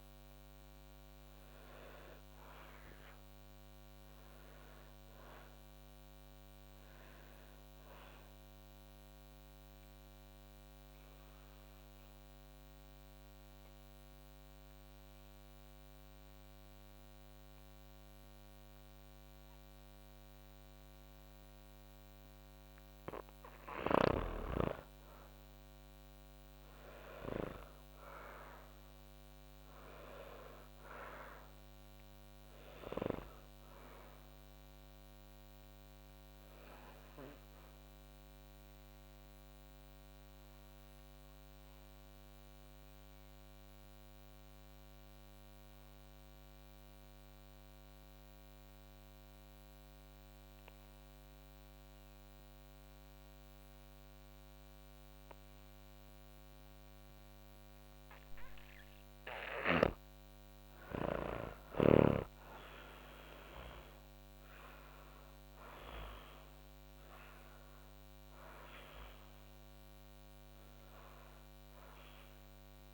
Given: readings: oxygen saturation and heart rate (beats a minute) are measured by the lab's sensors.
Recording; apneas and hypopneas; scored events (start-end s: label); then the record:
breathing in sleep by a microphone on the trachea; 2
0.00-7.00 s: oxygen desaturation (device-marked, oxygen 93% lowest, heart rate 34 extreme)
8.00-21.50 s: obstructive apnea (oxygen 97% before, 89% lowest, heart rate 46 before, 26 extreme, up 13 after)
23.50-27.50 s: arousal
29.00-46.00 s: oxygen desaturation (device-marked, oxygen 96% before, 92% lowest, heart rate 49 before, 26 extreme)
34.50-56.50 s: obstructive apnea (oxygen 97% before, 89% lowest, heart rate 45 before, 26 extreme, up 5 after)
58.00-70.00 s: oxygen desaturation (device-marked, oxygen 97% before, 91% lowest, heart rate 48 before, 26 extreme)
58.50-64.00 s: arousal
From the record:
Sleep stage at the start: N2 (light sleep); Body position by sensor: on the back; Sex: female